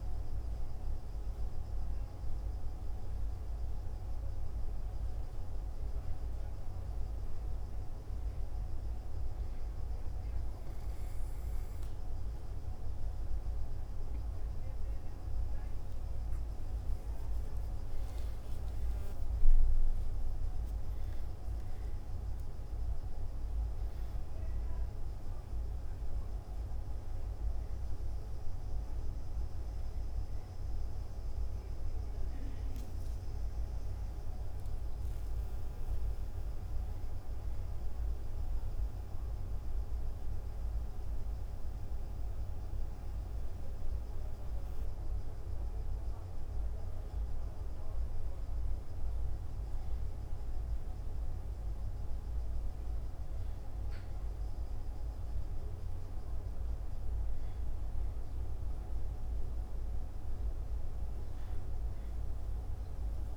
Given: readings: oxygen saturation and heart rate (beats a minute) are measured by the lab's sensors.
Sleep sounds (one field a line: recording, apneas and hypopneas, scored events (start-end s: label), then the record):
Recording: a person awake in a sleep study, hard to hear, by a room microphone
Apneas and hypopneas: none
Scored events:
none scored
From the record:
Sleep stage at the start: awake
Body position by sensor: on the back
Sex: male